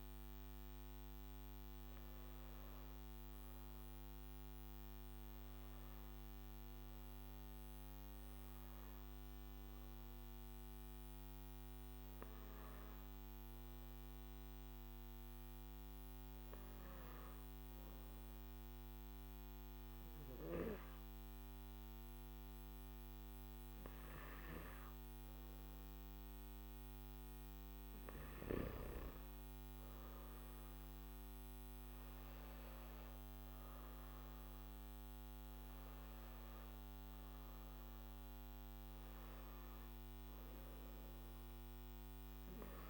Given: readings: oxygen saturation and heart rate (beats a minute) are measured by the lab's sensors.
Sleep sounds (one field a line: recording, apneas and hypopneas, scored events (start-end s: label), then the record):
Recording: breathing in sleep, hard to hear, by a microphone on the trachea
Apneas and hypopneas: 1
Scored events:
0.00-7.50 s: oxygen desaturation (device-marked, oxygen 92% lowest, heart rate 50 extreme)
11.50-25.50 s: hypopnea (oxygen 98% before, 95% lowest, heart rate 53 before, 52 extreme, up 8 after)
From the record:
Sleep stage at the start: N3 (deep sleep)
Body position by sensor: on the back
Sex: male